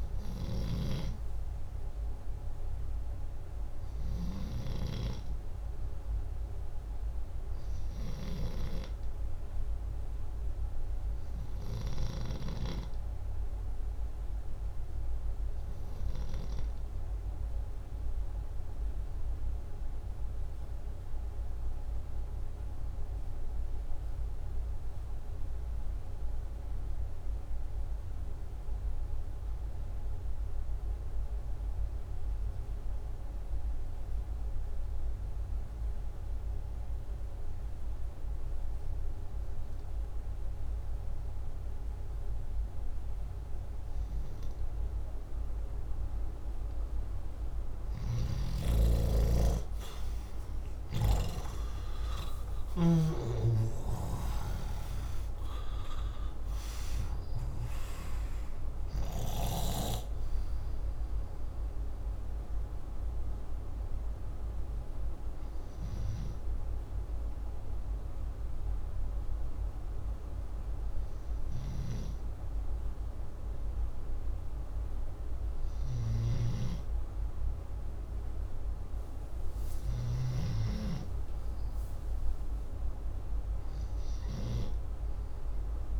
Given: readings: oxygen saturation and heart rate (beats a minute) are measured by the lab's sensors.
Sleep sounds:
breathing in sleep by a room microphone; 1
1.00-16.00 s: oxygen desaturation (device-marked, oxygen 92% before, 89% lowest, heart rate 66 before, 59 extreme)
15.50-45.50 s: obstructive apnea (oxygen 95% before, 84% lowest, heart rate 66 before, 59 extreme, up 11 after)
28.00-40.00 s: oxygen desaturation (device-marked, oxygen 96% before, 92% lowest, heart rate 63 before, 59 extreme)
48.00-52.50 s: snoring (device-marked)
49.00-52.50 s: arousal
74.00-86.00 s: oxygen desaturation (device-marked, oxygen 90% before, 84% lowest, heart rate 71 before, 60 extreme)
From the record:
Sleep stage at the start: N2 (light sleep); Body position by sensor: upright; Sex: male

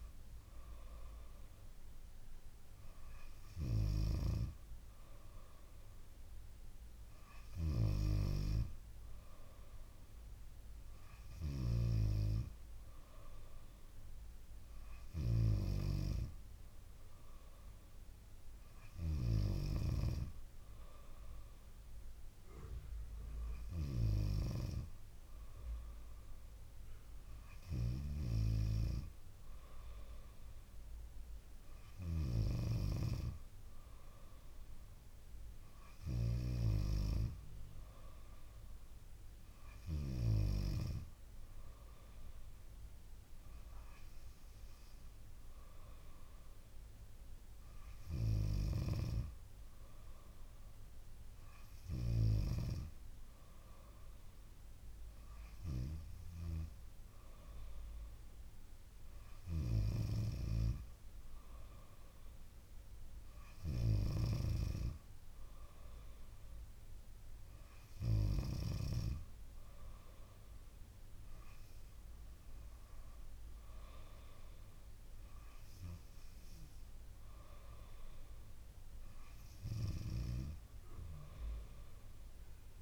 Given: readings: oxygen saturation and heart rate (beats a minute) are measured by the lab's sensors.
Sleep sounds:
breathing in sleep by a room microphone; none
4.00-20.00 s: snoring (device-marked)
28.00-36.50 s: snoring (device-marked)
59.50-69.00 s: snoring (device-marked)
From the record:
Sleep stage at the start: N2 (light sleep); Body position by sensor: on the back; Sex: female

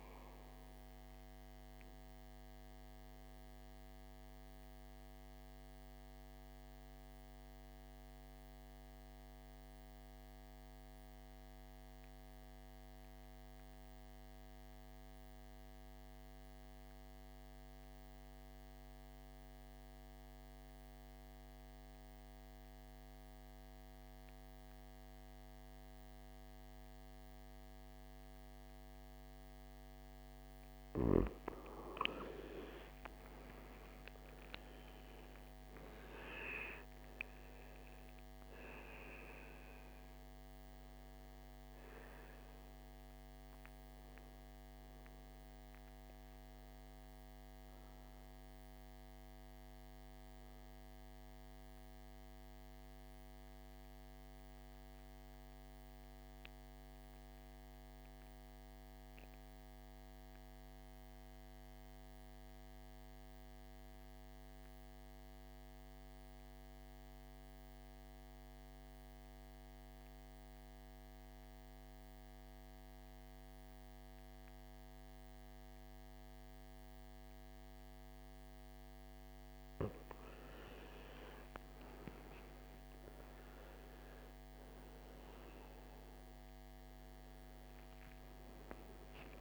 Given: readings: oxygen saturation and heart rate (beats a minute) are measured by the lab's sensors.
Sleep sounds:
breathing in sleep, hard to hear, by a microphone on the trachea; 2
0.00-14.00 s: oxygen desaturation (device-marked, oxygen 98% before, 84% lowest, heart rate 56 before, 55 extreme)
8.50-30.50 s: mixed apnea (oxygen 98% before, 82% lowest, heart rate 64 before, 56 extreme, up 16 after)
27.00-55.00 s: oxygen desaturation (device-marked, oxygen 99% before, 82% lowest, heart rate 58 before, 53 extreme)
33.00-37.50 s: arousal
51.50-78.50 s: mixed apnea (oxygen 98% before, 83% lowest, heart rate 69 before, 53 extreme, up 22 after)
76.00-89.41 s: oxygen desaturation (device-marked, oxygen 99% before, 83% lowest, heart rate 55 before, 53 extreme)
82.00-86.50 s: arousal
From the record:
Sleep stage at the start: N2 (light sleep); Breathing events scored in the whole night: 504 in 6.9 hours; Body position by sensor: on the back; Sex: male

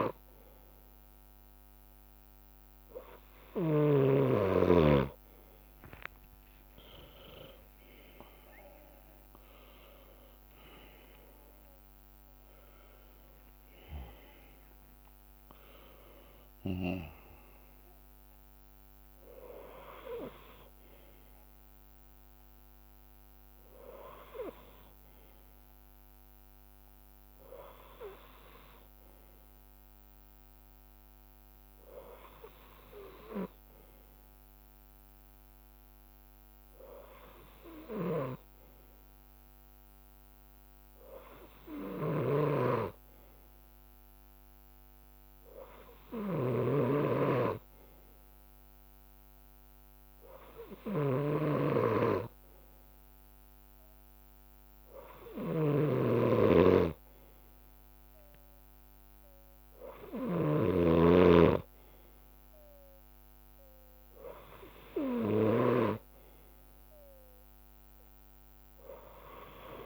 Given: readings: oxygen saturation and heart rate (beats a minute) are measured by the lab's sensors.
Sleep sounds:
breathing in sleep by a microphone on the trachea; none
0.00-2.00 s: bradycardia (device-marked, heart rate 53 extreme)
0.00-4.00 s: snoring (device-marked)
5.50-7.50 s: long interval between heartbeats (device-marked, heart rate 55 before, 65 extreme)
6.50-11.00 s: arousal
9.00-19.00 s: drop in pulse transit time (device-marked, heart rate 58 before, 69 extreme)
10.50-12.50 s: long interval between heartbeats (device-marked, heart rate 58 before, 78 extreme)
14.00-16.00 s: long interval between heartbeats (device-marked, heart rate 63 before, 85 extreme)
20.00-69.85 s: bradycardia (device-marked, heart rate 57 before, 53 extreme)
23.00-25.50 s: leg movement (device-marked)
27.00-31.50 s: leg movement (device-marked)
40.00-58.00 s: drop in pulse transit time (device-marked, heart rate 56 before, 53 extreme)
55.50-61.00 s: snoring (device-marked)
64.00-67.00 s: leg movement (device-marked)
67.50-69.85 s: leg movement (device-marked)
From the record:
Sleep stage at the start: N2 (light sleep); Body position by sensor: on the left side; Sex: male

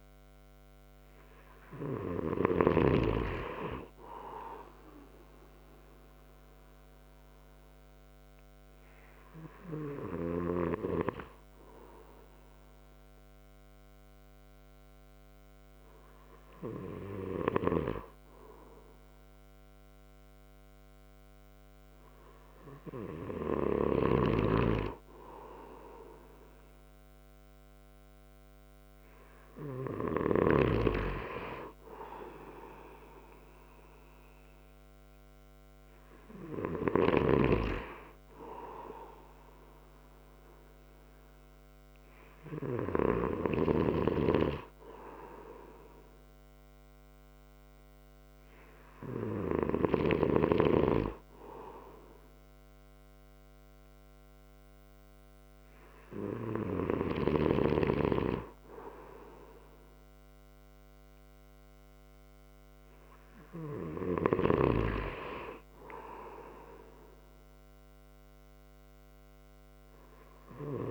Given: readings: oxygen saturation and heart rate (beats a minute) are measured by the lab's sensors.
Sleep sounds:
breathing in sleep by a microphone on the trachea; 1
5.00-21.00 s: hypopnea (oxygen 96% before, 94% lowest)
22.50-26.50 s: arousal
37.00-43.50 s: snoring (device-marked)
From the record:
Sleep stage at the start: N2 (light sleep); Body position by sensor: on the right side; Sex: male

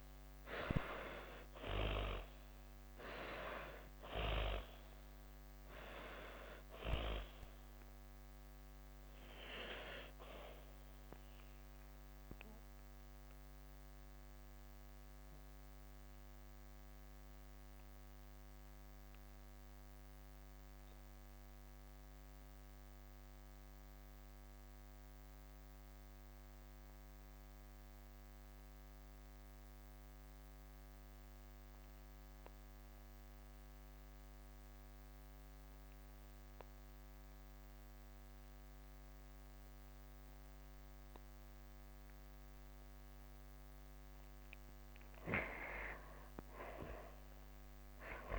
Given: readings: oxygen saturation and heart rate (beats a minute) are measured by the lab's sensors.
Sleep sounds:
breathing in sleep by a microphone on the trachea; 1
0.00-2.00 s: arousal
0.00-24.50 s: oxygen desaturation (device-marked, oxygen 83% lowest, heart rate 58 extreme)
9.50-43.50 s: obstructive apnea (oxygen 99% before, 83% lowest, heart rate 75 before, 113 extreme, up 36 after)
40.50-48.39 s: oxygen desaturation (device-marked, oxygen 99% before, 83% lowest, heart rate 174 before, 145 extreme)
From the record:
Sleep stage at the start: N2 (light sleep); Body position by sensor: on the back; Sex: female

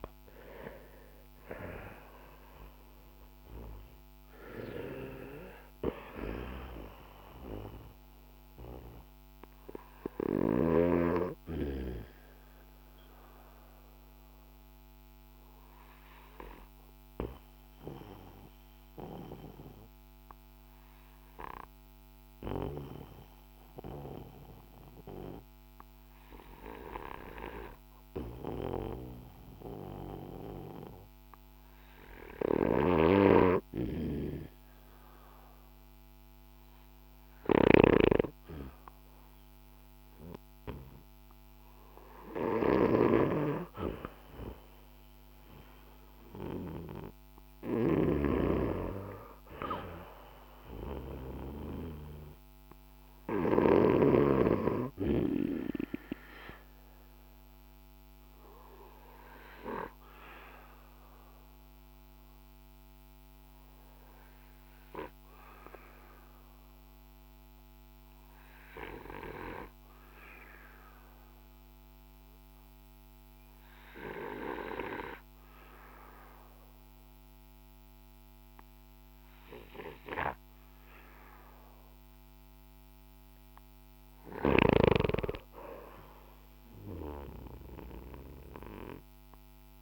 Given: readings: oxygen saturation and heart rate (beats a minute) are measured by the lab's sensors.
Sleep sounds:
breathing in sleep by a microphone on the trachea; 2
12.00-42.00 s: obstructive apnea (oxygen 95% before, 90% lowest, heart rate 60 before, 48 extreme, up 8 after)
18.00-34.00 s: oxygen desaturation (device-marked, oxygen 93% before, 90% lowest, heart rate 57 before, 50 extreme)
44.00-48.00 s: arousal
55.50-82.50 s: obstructive apnea (oxygen 97% before, 90% lowest, heart rate 58 before, 49 extreme, up 9 after)
70.00-82.00 s: oxygen desaturation (device-marked, oxygen 94% before, 91% lowest, heart rate 57 before, 54 extreme)
From the record:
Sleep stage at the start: N2 (light sleep); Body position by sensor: on the back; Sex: male

